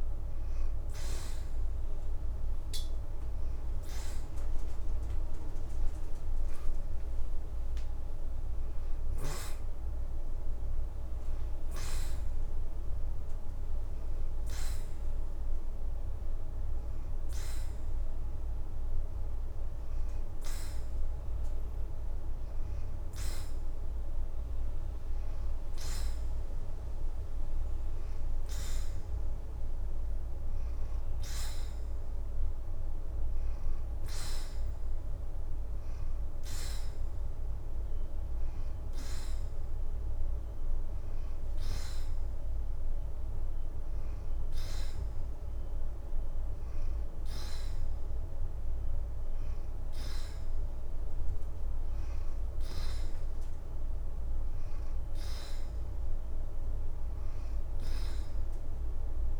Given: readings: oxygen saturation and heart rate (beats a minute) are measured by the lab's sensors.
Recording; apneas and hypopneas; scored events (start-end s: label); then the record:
breathing in sleep, hard to hear, by a room microphone; none
5.00-7.50 s: leg movement (device-marked)
5.00-9.50 s: arousal
8.50-16.50 s: oxygen desaturation (device-marked, oxygen 94% before, 89% lowest, heart rate 81 before, 80 extreme)
From the record:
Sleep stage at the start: N2 (light sleep); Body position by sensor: on the back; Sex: female